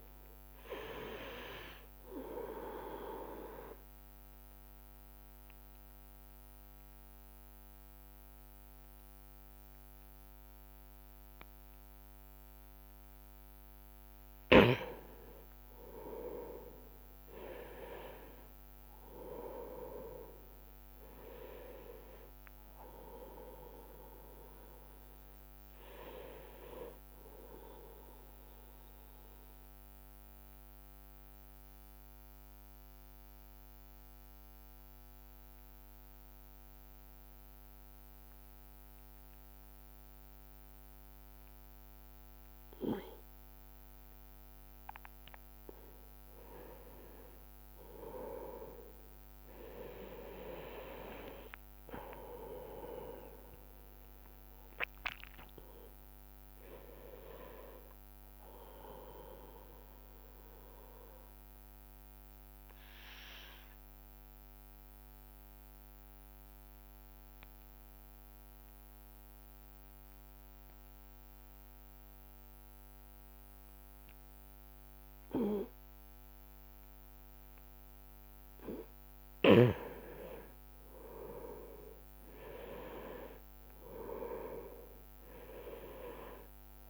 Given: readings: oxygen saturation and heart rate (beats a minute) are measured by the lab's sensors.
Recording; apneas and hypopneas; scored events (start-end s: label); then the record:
breathing in sleep by a microphone on the trachea; 3
2.50-19.50 s: oxygen desaturation (device-marked, oxygen 98% before, 93% lowest, heart rate 60 before, 58 extreme)
5.00-15.00 s: obstructive apnea (oxygen 98% before, 93% lowest, heart rate 61 before, 58 extreme, up 8 after)
16.50-28.50 s: drop in pulse transit time (device-marked, heart rate 62 before, 63 extreme)
19.50-24.50 s: arousal
30.00-46.00 s: obstructive apnea (oxygen 97% before, 91% lowest, heart rate 67 before, 59 extreme, up 12 after)
49.50-55.50 s: arousal
50.50-62.50 s: oxygen desaturation (device-marked, oxygen 98% before, 93% lowest, heart rate 61 before, 47 extreme)
51.50-63.50 s: drop in pulse transit time (device-marked, heart rate 61 before, 65 extreme)
61.50-78.00 s: obstructive apnea (oxygen 98% before, 91% lowest, heart rate 67 before, 47 extreme, up 14 after)
70.50-72.50 s: long interval between heartbeats (device-marked, heart rate 67 before, 62 extreme)
75.50-77.50 s: long interval between heartbeats (device-marked, heart rate 65 before, 60 extreme)
80.50-82.50 s: long interval between heartbeats (device-marked, heart rate 62 before, 67 extreme)
80.50-85.50 s: arousal
82.50-86.90 s: drop in pulse transit time (device-marked, heart rate 61 before, 47 extreme)
83.50-85.50 s: long interval between heartbeats (device-marked, heart rate 61 before, 47 extreme)
From the record:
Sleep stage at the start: N2 (light sleep); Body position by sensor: on the right side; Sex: male